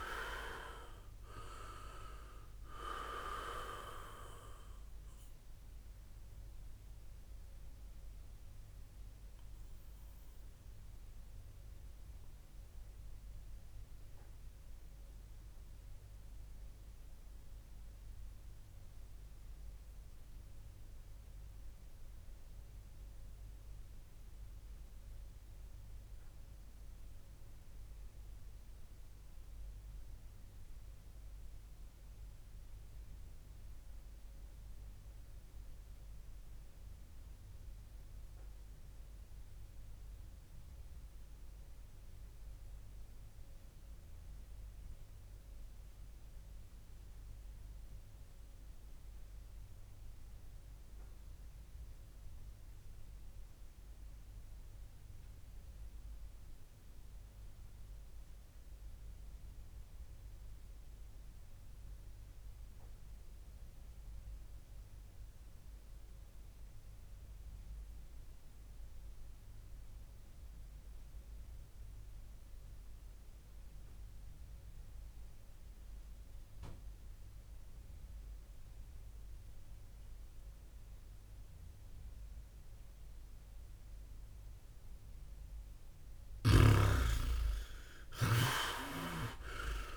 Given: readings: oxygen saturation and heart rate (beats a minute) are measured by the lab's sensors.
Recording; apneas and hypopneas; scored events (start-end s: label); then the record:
breathing in sleep by a room microphone; 1
0.00-14.50 s: oxygen desaturation (device-marked, oxygen 94% lowest, heart rate 56 extreme)
6.50-84.00 s: mixed apnea (oxygen 99% before, 85% lowest, heart rate 67 before, 56 extreme, up 26 after)
78.50-89.97 s: oxygen desaturation (device-marked, oxygen 96% before, 85% lowest, heart rate 66 before, 66 extreme)
87.50-89.97 s: arousal
From the record:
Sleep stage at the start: REM sleep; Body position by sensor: on the back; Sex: male